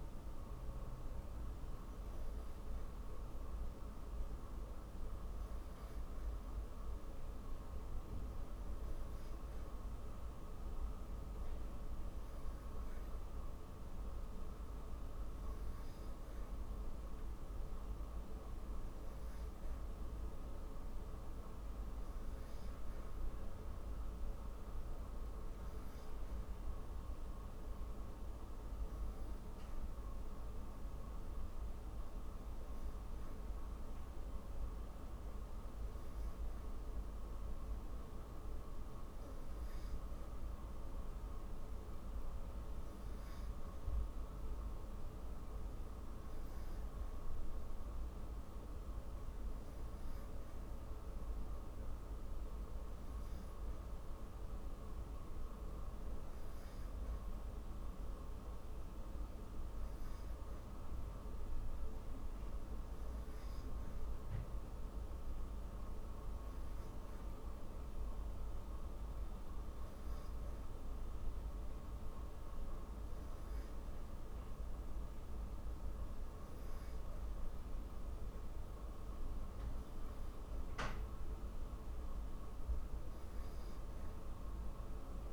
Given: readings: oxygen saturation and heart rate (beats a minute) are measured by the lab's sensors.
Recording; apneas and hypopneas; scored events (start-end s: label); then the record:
breathing in sleep, hard to hear, by a room microphone; none
none scored
From the record:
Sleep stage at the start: N3 (deep sleep); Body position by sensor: on the back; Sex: female